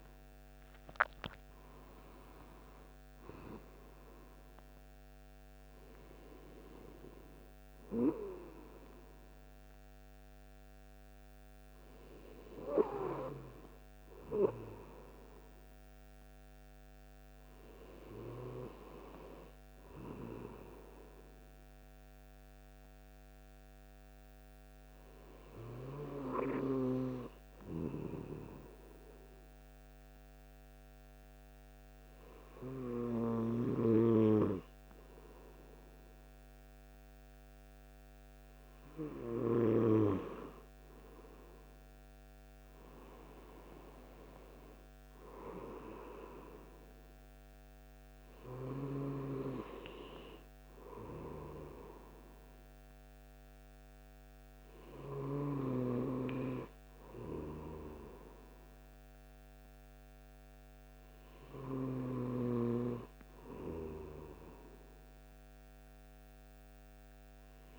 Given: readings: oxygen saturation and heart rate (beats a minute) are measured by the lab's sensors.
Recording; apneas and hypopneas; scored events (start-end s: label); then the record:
breathing in sleep by a microphone on the trachea; none
0.00-2.50 s: arousal
From the record:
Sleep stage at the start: N2 (light sleep); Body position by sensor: on the right side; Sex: male